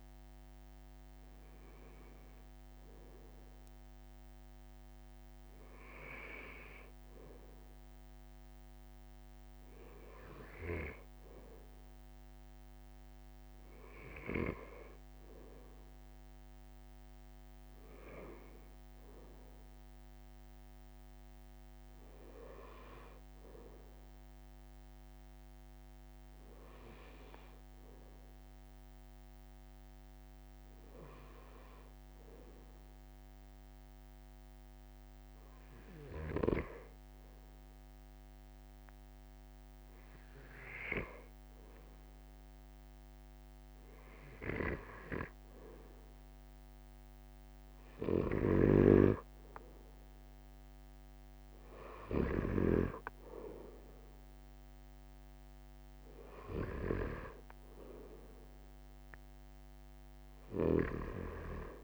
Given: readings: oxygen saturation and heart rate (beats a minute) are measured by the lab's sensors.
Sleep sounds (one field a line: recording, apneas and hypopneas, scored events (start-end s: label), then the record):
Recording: breathing in sleep by a microphone on the trachea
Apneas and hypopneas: none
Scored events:
48.00-52.50 s: snoring (device-marked)
From the record:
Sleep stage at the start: N2 (light sleep)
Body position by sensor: on the right side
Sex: male